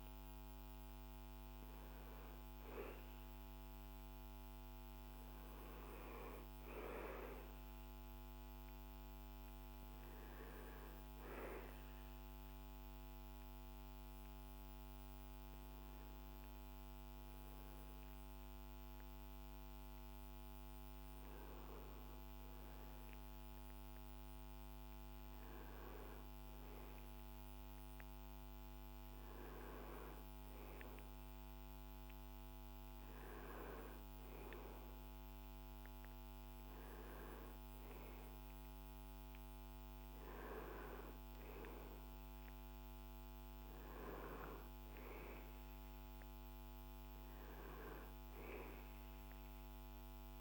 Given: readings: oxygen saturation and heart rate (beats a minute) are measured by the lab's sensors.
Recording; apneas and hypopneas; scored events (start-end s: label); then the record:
breathing in sleep by a microphone on the trachea; none
none scored
From the record:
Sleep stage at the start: N1 (lightest sleep); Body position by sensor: on the back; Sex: male